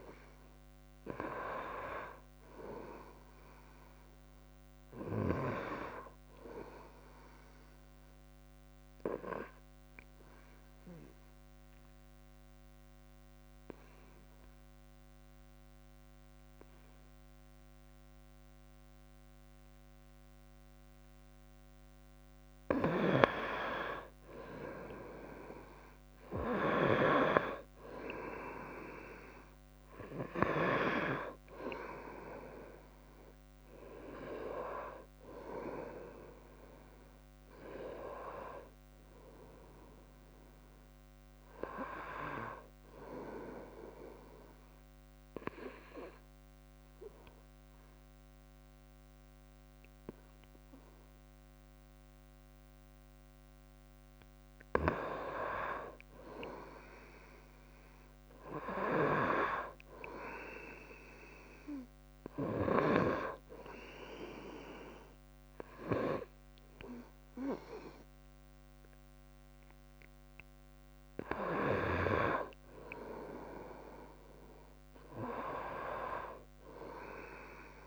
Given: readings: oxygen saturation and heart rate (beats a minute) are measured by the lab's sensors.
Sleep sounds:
breathing in sleep by a microphone on the trachea; 2
0.00-4.00 s: oxygen desaturation (device-marked, oxygen 93% lowest, heart rate 65 extreme)
7.00-21.50 s: obstructive apnea (oxygen 96% before, 89% lowest, heart rate 65 before, 64 extreme, up 4 after)
23.00-41.00 s: oxygen desaturation (device-marked, oxygen 96% before, 89% lowest, heart rate 65 before, 63 extreme)
24.00-28.50 s: arousal
44.00-55.00 s: obstructive apnea (oxygen 96% before, 88% lowest, heart rate 68 before, 63 extreme, up 6 after)
58.50-63.00 s: arousal
From the record:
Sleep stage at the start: N2 (light sleep); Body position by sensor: on the right side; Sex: female

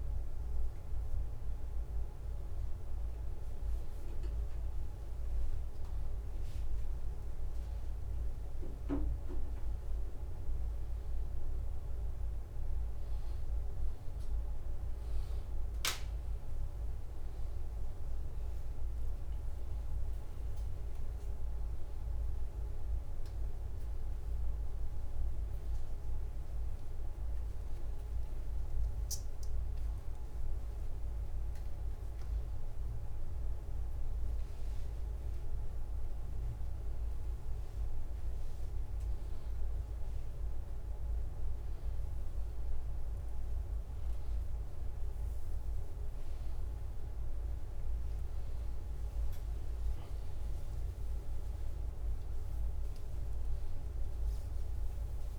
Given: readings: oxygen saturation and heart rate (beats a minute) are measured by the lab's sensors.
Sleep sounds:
a person awake in a sleep study, hard to hear, by a room microphone; none
8.00-21.00 s: drop in pulse transit time (device-marked, heart rate 86 before, 88 extreme)
30.00 s: drop in pulse transit time (device-marked)
35.00-39.00 s: drop in pulse transit time (device-marked, heart rate 89 before, 88 extreme)
54.00-55.39 s: drop in pulse transit time (device-marked, heart rate 89 before, 90 extreme)
From the record:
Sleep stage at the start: awake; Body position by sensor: upright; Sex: male

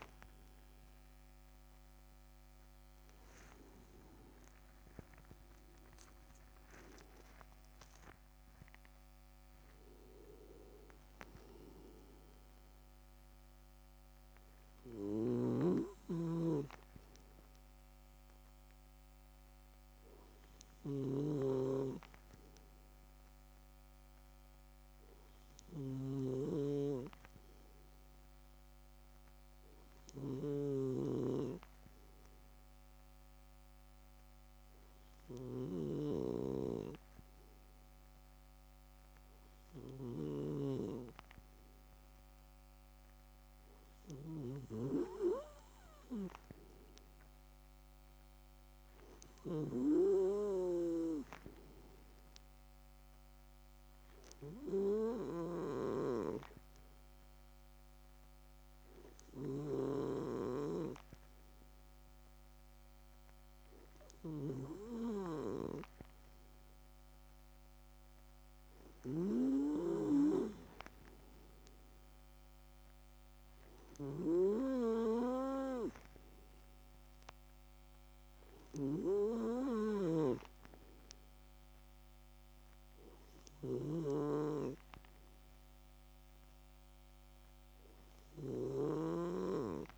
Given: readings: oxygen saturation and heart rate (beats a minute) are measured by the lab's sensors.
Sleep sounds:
breathing in sleep by a microphone on the trachea; 1
3.50-7.50 s: arousal
15.00-40.50 s: snoring (device-marked)
22.50-46.50 s: hypopnea (oxygen 96% before, 96% lowest)
48.50-51.50 s: arousal
78.50-89.97 s: snoring (device-marked)
From the record:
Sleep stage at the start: N2 (light sleep); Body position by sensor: on the left side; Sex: male

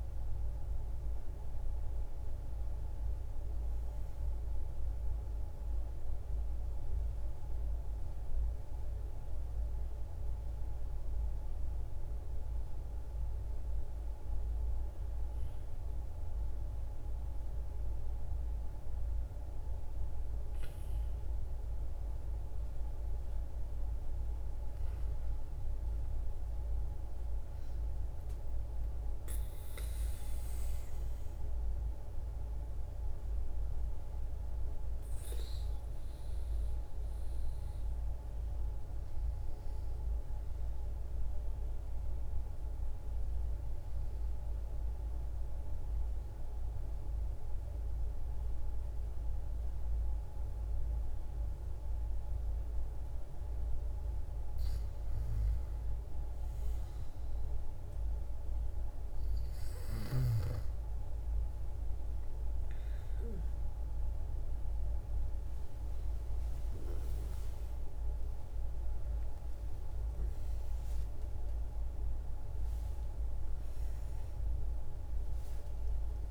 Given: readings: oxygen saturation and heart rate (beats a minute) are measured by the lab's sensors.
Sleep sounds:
breathing in sleep, hard to hear, by a room microphone; 2
0.00-19.50 s: oxygen desaturation (device-marked, oxygen 90% lowest, heart rate 54 extreme)
12.50-23.00 s: hypopnea (oxygen 95% before, 90% lowest, heart rate 61 before, 54 extreme, up 8 after)
30.50-35.00 s: arousal
45.00-55.00 s: obstructive apnea (oxygen 97% before, 90% lowest, heart rate 58 before, 55 extreme, up 7 after)
61.00-66.50 s: arousal
61.50-76.31 s: oxygen desaturation (device-marked, oxygen 96% before, 91% lowest, heart rate 56 before, 54 extreme)
From the record:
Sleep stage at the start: N2 (light sleep); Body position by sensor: on the back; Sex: female

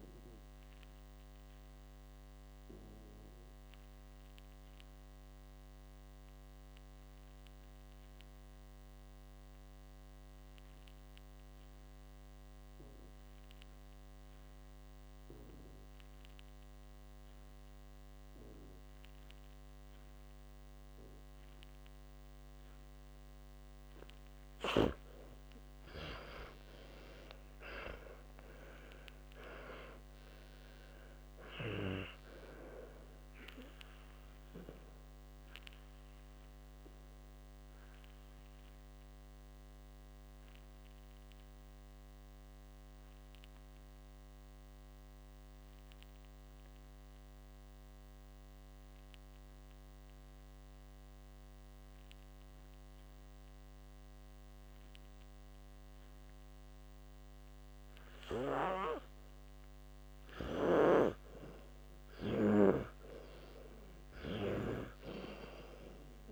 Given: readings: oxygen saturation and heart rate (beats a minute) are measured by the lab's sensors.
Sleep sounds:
breathing in sleep by a microphone on the trachea; 2
0.00-22.00 s: oxygen desaturation (device-marked, oxygen 88% lowest, heart rate 54 extreme)
3.50-22.50 s: obstructive apnea (oxygen 97% before, 87% lowest, heart rate 72 before, 54 extreme, up 25 after)
26.00-31.00 s: arousal
32.00-64.00 s: oxygen desaturation (device-marked, oxygen 98% before, 87% lowest, heart rate 61 before, 55 extreme)
36.50-59.00 s: obstructive apnea (oxygen 98% before, 87% lowest, heart rate 64 before, 55 extreme, up 30 after)
60.50-64.50 s: snoring (device-marked)
61.00-65.50 s: arousal
From the record:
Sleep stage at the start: N2 (light sleep); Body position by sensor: on the back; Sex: male

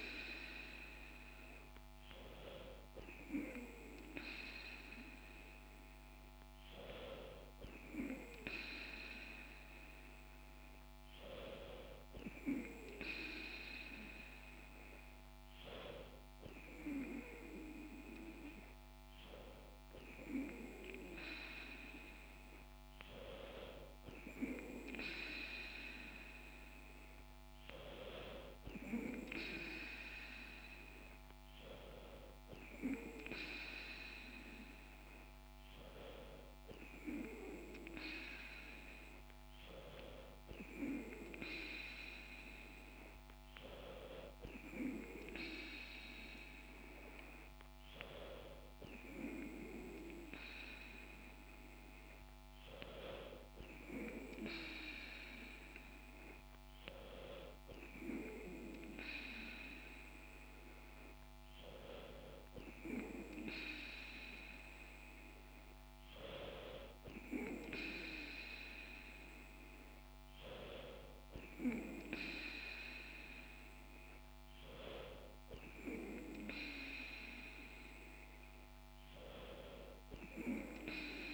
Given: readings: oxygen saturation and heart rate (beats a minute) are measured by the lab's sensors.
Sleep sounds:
breathing in sleep by a microphone on the trachea; none
29.50-32.50 s: bradycardia (device-marked, heart rate 68 before, 66 extreme)
From the record:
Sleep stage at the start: N2 (light sleep); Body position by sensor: on the back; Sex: female

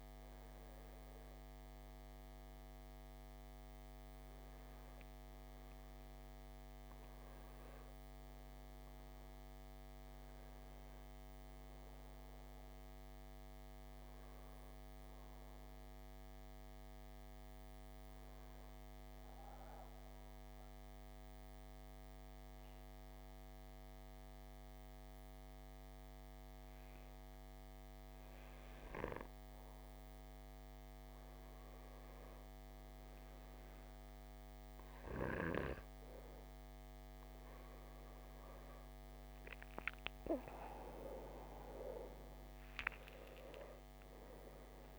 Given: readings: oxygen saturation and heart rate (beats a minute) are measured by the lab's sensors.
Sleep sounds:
breathing in sleep by a microphone on the trachea; 1
15.50-44.99 s: new sleep stage, N2 (light sleep)
16.00-29.50 s: hypopnea (oxygen 94% before, 88% lowest, heart rate 64 before, 59 extreme, up 6 after)
35.50-44.99 s: oxygen desaturation (device-marked, oxygen 93% before, 88% lowest, heart rate 61 before, 56 extreme)
From the record:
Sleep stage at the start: N1 (lightest sleep); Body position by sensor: on the back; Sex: male

